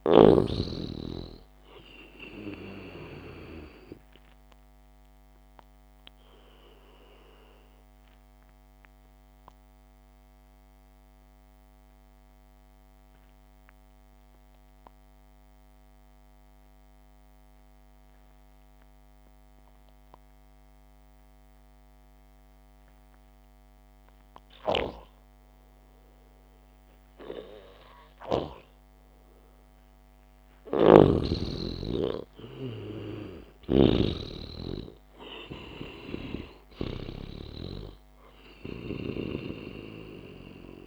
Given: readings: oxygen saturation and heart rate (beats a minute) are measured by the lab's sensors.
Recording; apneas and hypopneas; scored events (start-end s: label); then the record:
breathing in sleep by a microphone on the trachea; 1
0.00-1.00 s: snoring (device-marked)
0.00-3.00 s: arousal
7.50-27.50 s: obstructive apnea (oxygen 97% before, 91% lowest, heart rate 61 before, 54 extreme, up 0 after)
13.50-26.50 s: oxygen desaturation (device-marked, oxygen 95% before, 91% lowest, heart rate 58 before, 54 extreme)
31.00-34.50 s: snoring (device-marked)
31.50-36.50 s: arousal
From the record:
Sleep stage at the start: N2 (light sleep); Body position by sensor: on the back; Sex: male